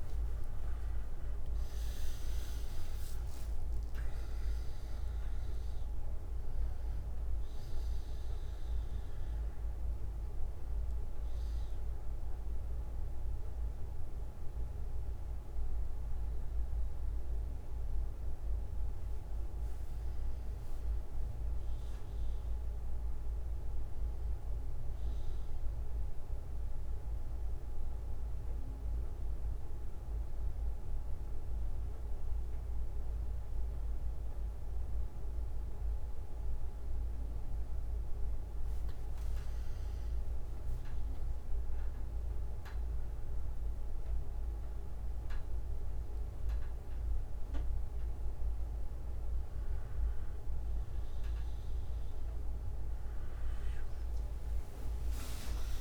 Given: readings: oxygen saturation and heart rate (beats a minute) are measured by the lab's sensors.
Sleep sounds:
breathing in sleep, hard to hear, by a room microphone; 1
10.00-21.00 s: bradycardia (device-marked, heart rate 61 before, 48 extreme)
21.50-24.50 s: arousal
23.00-26.00 s: bradycardia (device-marked, heart rate 61 before, 57 extreme)
26.50-39.00 s: mixed apnea (oxygen 96% before, 91% lowest, heart rate 60 before, 55 extreme, up 19 after)
28.00-38.00 s: bradycardia (device-marked, heart rate 61 before, 50 extreme)
46.00-49.00 s: bradycardia (device-marked, heart rate 61 before, 61 extreme)
54.00-55.81 s: tachycardia (device-marked, heart rate 61 before, 190 extreme)
From the record:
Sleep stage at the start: N2 (light sleep); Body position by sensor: on the back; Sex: male

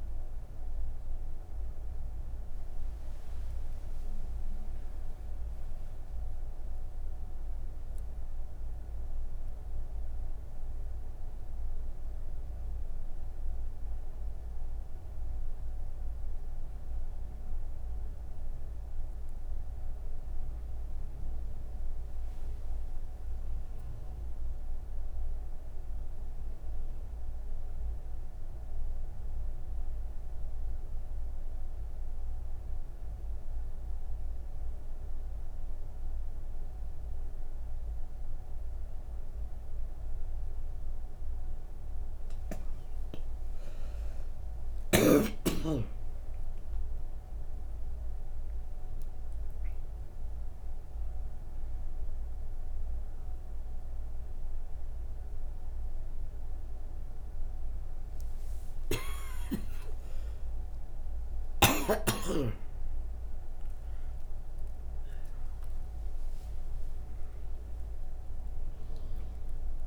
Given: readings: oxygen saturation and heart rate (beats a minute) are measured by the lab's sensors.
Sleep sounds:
breathing in sleep by a room microphone; none
0.00-22.00 s: oxygen desaturation (device-marked, oxygen 93% lowest)
From the record:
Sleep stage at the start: N3 (deep sleep); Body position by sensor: on the right side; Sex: female

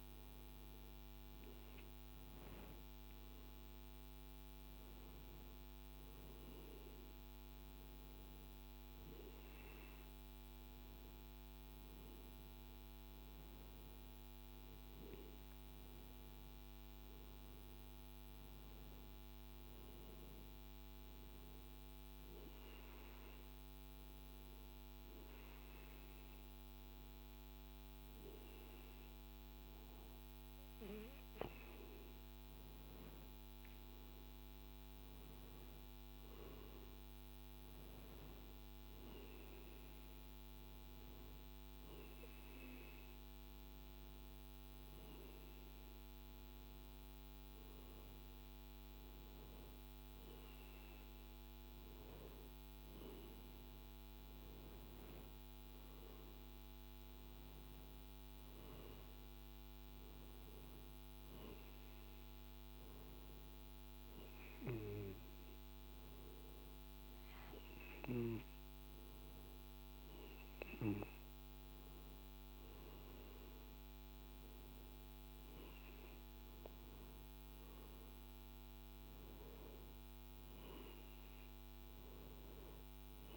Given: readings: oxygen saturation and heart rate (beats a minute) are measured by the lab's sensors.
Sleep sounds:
breathing in sleep, hard to hear, by a microphone on the trachea; none
none scored
From the record:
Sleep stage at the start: N2 (light sleep); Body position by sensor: on the right side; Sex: male

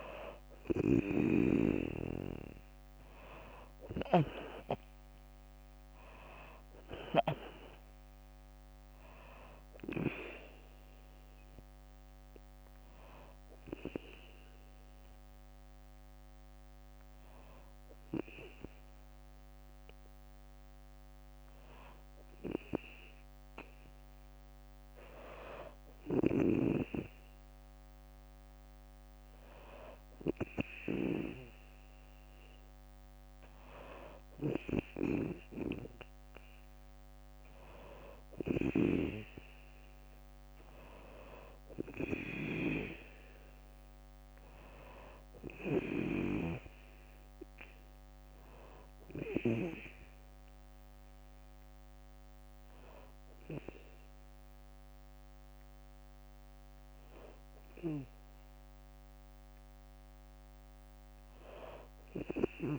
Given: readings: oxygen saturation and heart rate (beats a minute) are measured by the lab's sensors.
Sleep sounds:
breathing in sleep by a microphone on the trachea; none
0.00-15.50 s: drop in pulse transit time (device-marked, heart rate 63 extreme)
From the record:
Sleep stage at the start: N2 (light sleep); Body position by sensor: on the back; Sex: female

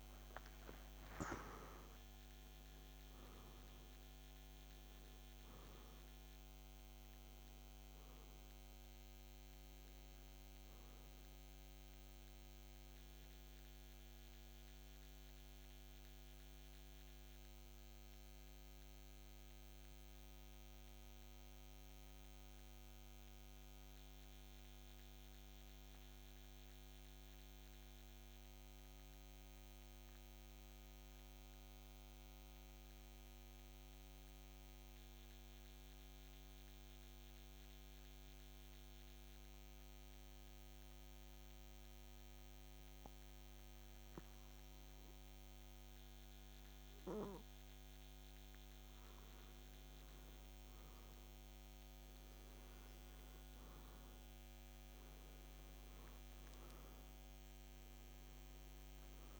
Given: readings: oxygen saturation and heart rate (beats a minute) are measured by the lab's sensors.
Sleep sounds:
breathing in sleep, hard to hear, by a microphone on the trachea; 1
0.00-29.50 s: oxygen desaturation (device-marked, oxygen 89% lowest, heart rate 52 extreme)
14.00-46.50 s: central apnea (oxygen 94% before, 89% lowest, heart rate 66 before, 52 extreme, up 2 after)
27.50-59.40 s: new sleep stage, N2 (light sleep)
48.50-53.00 s: arousal
57.50-59.40 s: oxygen desaturation (device-marked, oxygen 97% before, 89% lowest, heart rate 53 before, 53 extreme)
From the record:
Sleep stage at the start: N1 (lightest sleep); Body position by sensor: on the back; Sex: male

